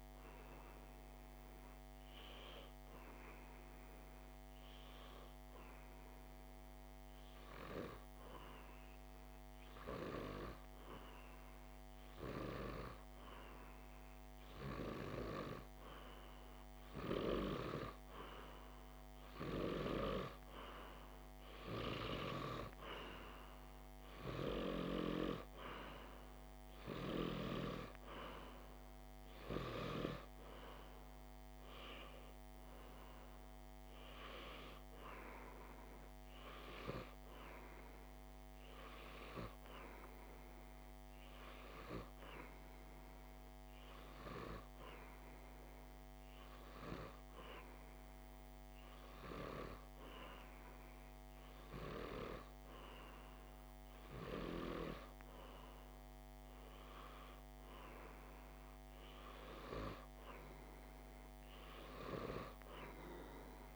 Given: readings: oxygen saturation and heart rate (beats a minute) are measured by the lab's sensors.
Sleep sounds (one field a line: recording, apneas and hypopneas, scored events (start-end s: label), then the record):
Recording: breathing in sleep by a microphone on the trachea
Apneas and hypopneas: 2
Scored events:
3.00-14.50 s: hypopnea (oxygen 98% before, 95% lowest, heart rate 48 before, 46 extreme, up 0 after)
17.00-21.50 s: arousal
26.50-35.50 s: oxygen desaturation (device-marked, oxygen 98% before, 95% lowest, heart rate 47 before, 45 extreme)
43.50-55.00 s: hypopnea (oxygen 98% before, 95% lowest, heart rate 47 before, 45 extreme, up 2 after)
From the record:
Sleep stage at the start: N2 (light sleep)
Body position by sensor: on the back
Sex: male